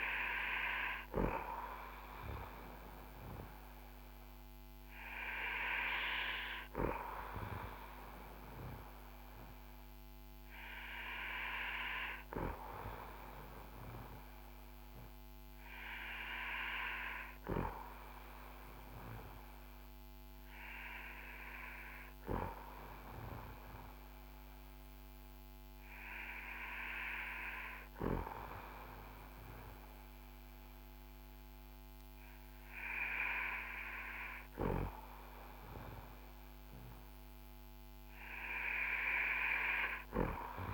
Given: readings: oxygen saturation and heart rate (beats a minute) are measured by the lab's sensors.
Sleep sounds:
breathing in sleep by a microphone on the trachea; none
none scored
From the record:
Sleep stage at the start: N2 (light sleep); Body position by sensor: on the back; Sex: male

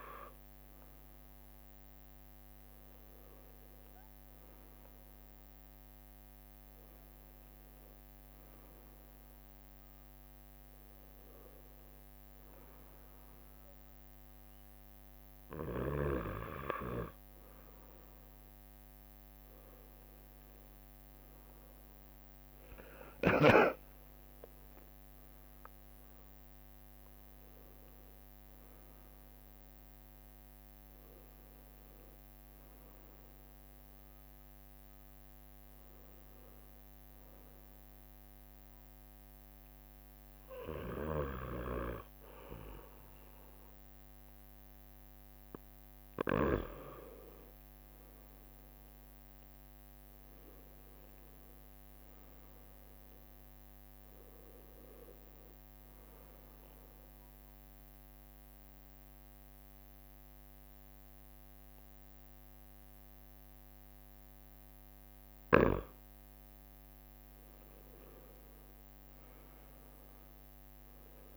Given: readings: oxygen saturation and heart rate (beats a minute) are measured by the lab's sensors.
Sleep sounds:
a person partly awake in a sleep study, by a microphone on the trachea; 2
1.00-5.00 s: leg movement (device-marked)
10.00-16.00 s: leg movement (device-marked)
16.50-22.50 s: leg movement (device-marked)
22.50-25.00 s: leg movement (device-marked)
29.50-33.50 s: leg movement (device-marked)
31.00-71.37 s: new sleep stage, N2 (light sleep)
33.50-35.50 s: leg movement (device-marked)
37.50-48.50 s: hypopnea (oxygen 96% before, 93% lowest, heart rate 67 before, 63 extreme, up 4 after)
38.50-46.00 s: leg movement (device-marked)
46.00-68.00 s: drop in pulse transit time (device-marked, heart rate 67 before, 63 extreme)
46.50-50.50 s: leg movement (device-marked)
50.00-53.50 s: arousal
51.00-56.00 s: leg movement (device-marked)
56.00-66.00 s: central apnea (oxygen 97% before, 93% lowest, heart rate 65 before, 63 extreme, up 6 after)
56.50-60.50 s: leg movement (device-marked)
61.50-71.37 s: leg movement (device-marked)
68.00-71.37 s: arousal
From the record:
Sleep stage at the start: awake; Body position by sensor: on the right side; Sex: male

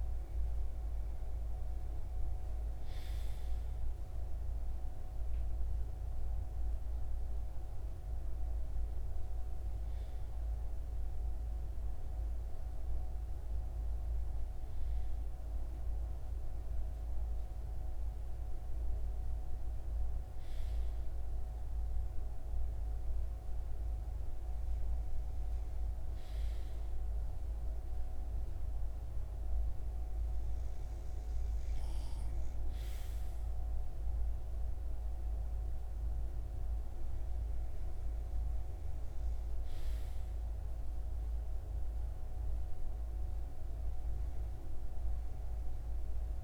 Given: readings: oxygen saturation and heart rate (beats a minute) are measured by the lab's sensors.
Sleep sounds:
breathing in sleep, hard to hear, by a room microphone; none
none scored
From the record:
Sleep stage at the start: REM sleep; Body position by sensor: on the right side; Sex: male

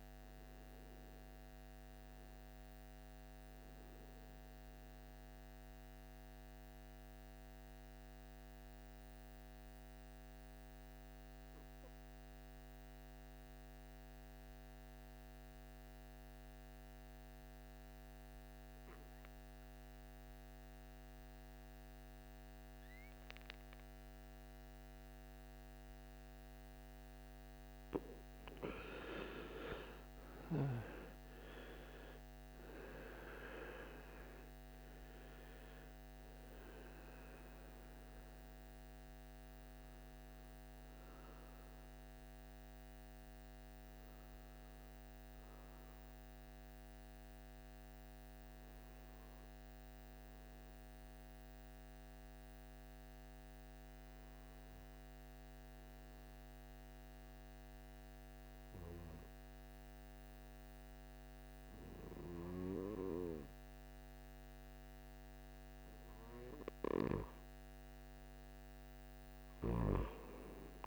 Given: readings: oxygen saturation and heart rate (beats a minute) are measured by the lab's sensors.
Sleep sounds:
breathing in sleep by a microphone on the trachea; 2
0.00-11.00 s: oxygen desaturation (device-marked, oxygen 91% lowest, heart rate 56 extreme)
5.50-27.00 s: obstructive apnea (oxygen 97% before, 87% lowest, heart rate 62 before, 53 extreme, up 11 after)
26.00-51.00 s: oxygen desaturation (device-marked, oxygen 97% before, 87% lowest, heart rate 62 before, 52 extreme)
29.50-34.00 s: arousal
49.50-66.00 s: obstructive apnea (oxygen 97% before, 89% lowest, heart rate 66 before, 53 extreme, up 8 after)
68.00-70.87 s: arousal
From the record:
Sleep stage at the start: N2 (light sleep); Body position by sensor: on the right side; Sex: male

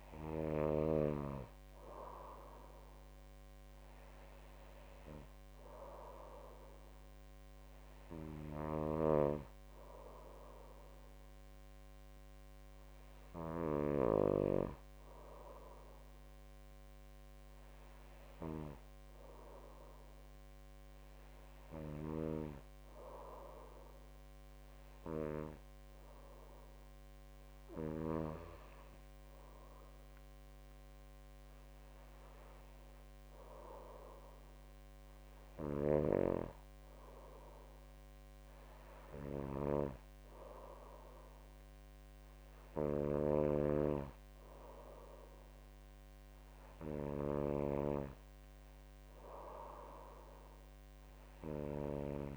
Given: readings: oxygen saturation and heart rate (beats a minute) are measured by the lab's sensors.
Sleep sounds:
breathing in sleep by a microphone on the trachea; none
none scored
From the record:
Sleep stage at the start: N2 (light sleep); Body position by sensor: on the back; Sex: female

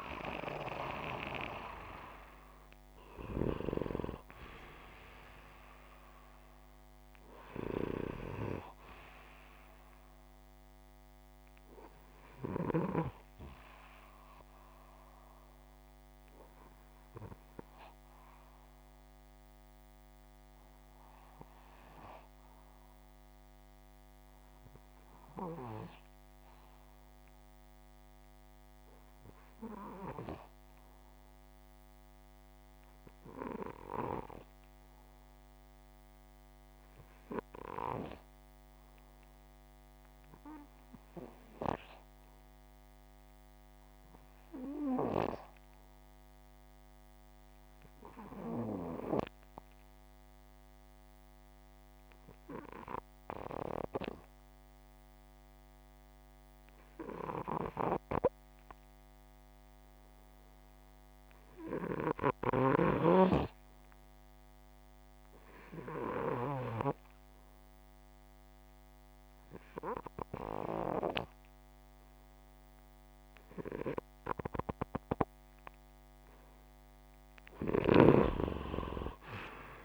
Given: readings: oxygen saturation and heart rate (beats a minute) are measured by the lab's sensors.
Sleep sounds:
breathing in sleep by a microphone on the trachea; 1
22.50-73.50 s: hypopnea (oxygen 95% before, 89% lowest, heart rate 196 before, 61 extreme)
29.00-40.00 s: oxygen desaturation (device-marked, oxygen 95% before, 91% lowest, heart rate 198 before, 162 extreme)
77.50-79.85 s: arousal
From the record:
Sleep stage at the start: REM sleep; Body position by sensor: upright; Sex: male

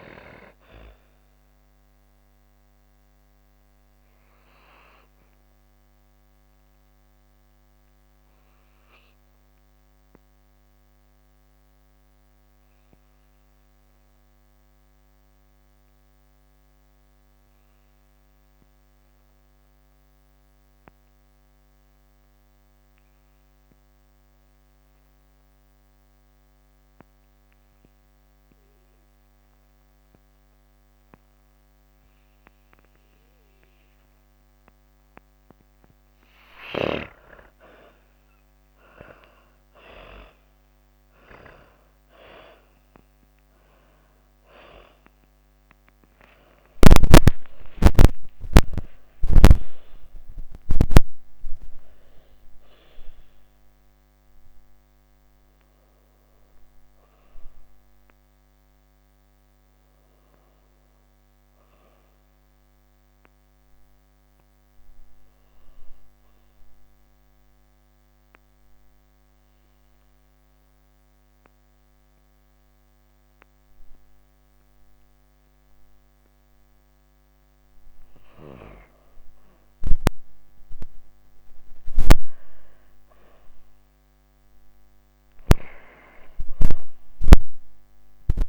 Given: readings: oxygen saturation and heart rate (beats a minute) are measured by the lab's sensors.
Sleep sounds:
breathing in sleep by a microphone on the trachea; 2
0.00-19.50 s: oxygen desaturation (device-marked, oxygen 82% lowest)
2.50-33.00 s: obstructive apnea (oxygen 97% before, 82% lowest)
36.50-66.50 s: oxygen desaturation (device-marked, oxygen 98% before, 84% lowest)
36.50-88.49 s: new sleep stage, N1 (lightest sleep)
42.00-48.00 s: arousal
60.50-76.00 s: obstructive apnea (oxygen 97% before, 88% lowest)
From the record:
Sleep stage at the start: N2 (light sleep); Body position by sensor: on the back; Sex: female

